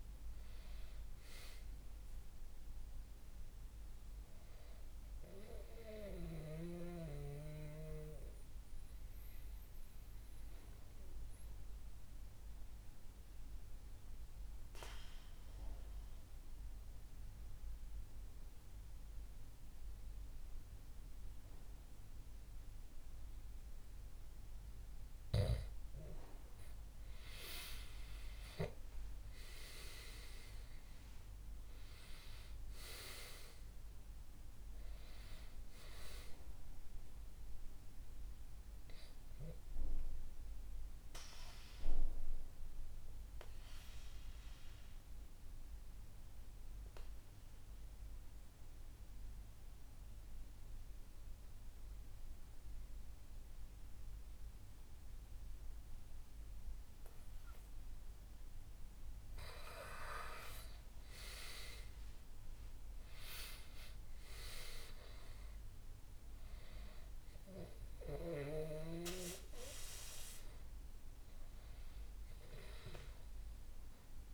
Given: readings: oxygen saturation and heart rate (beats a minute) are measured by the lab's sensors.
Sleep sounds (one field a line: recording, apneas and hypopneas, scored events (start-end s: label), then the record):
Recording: breathing in sleep by a room microphone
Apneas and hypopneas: 2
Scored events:
0.00-17.50 s: oxygen desaturation (device-marked, oxygen 92% lowest, heart rate 62 extreme)
7.00-25.50 s: obstructive apnea (oxygen 97% before, 92% lowest, heart rate 69 before, 63 extreme, up 5 after)
27.50-32.00 s: arousal
39.00-59.00 s: mixed apnea (oxygen 98% before, 94% lowest, heart rate 65 before, 63 extreme, up 6 after)
60.50-64.50 s: arousal
From the record:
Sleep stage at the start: N2 (light sleep)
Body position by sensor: on the back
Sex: male